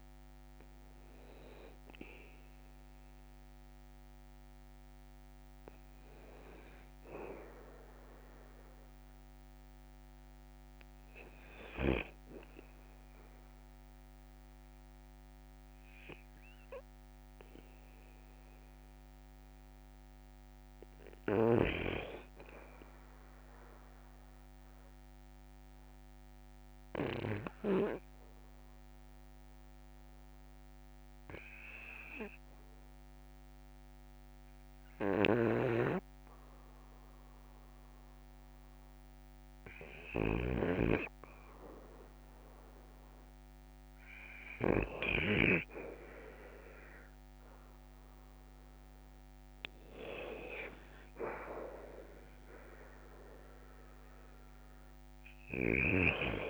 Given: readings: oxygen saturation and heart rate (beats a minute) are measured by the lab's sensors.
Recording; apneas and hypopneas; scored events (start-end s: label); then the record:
breathing in sleep by a microphone on the trachea; 1
26.50-41.50 s: obstructive apnea (oxygen 97% before, 89% lowest, heart rate 58 before, 57 extreme, up 4 after)
35.50-45.50 s: snoring (device-marked)
45.00-49.00 s: arousal
52.00-56.49 s: oxygen desaturation (device-marked, oxygen 96% before, 89% lowest, heart rate 59 before, 57 extreme)
From the record:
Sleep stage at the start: REM sleep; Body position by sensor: on the back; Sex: male